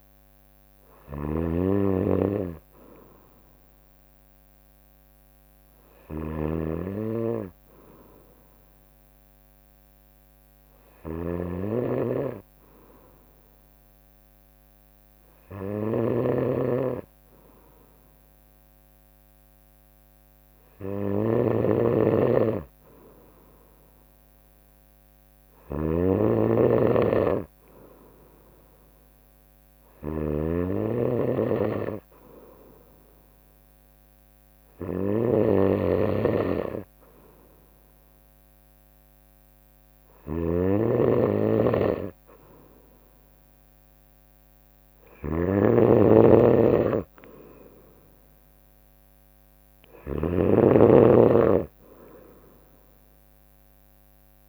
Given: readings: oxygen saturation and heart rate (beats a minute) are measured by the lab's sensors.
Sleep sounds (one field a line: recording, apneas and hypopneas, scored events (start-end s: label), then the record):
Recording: breathing in sleep by a microphone on the trachea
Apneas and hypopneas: 1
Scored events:
0.00-54.49 s: snoring (device-marked)
7.50-20.00 s: hypopnea (oxygen 96% before, 92% lowest, heart rate 62 before, 60 extreme, up 2 after)
23.00-27.00 s: arousal
From the record:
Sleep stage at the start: N2 (light sleep)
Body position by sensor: on the right side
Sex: female